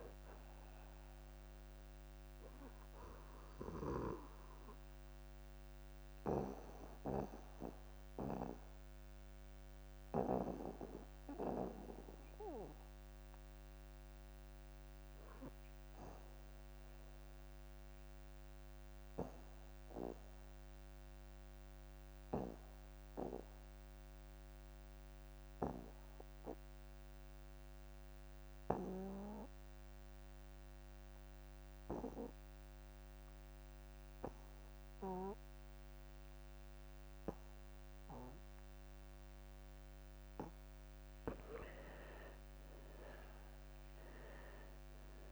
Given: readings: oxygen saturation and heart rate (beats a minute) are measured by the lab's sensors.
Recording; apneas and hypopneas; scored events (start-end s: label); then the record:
breathing in sleep by a microphone on the trachea; 1
0.00-21.00 s: oxygen desaturation (device-marked, oxygen 79% lowest)
5.00-39.50 s: obstructive apnea (oxygen 96% before, 78% lowest)
28.00-30.00 s: long interval between heartbeats (device-marked)
33.00-45.32 s: oxygen desaturation (device-marked, oxygen 99% before, 78% lowest)
42.00-45.32 s: arousal
From the record:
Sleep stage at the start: N2 (light sleep); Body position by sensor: on the back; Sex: male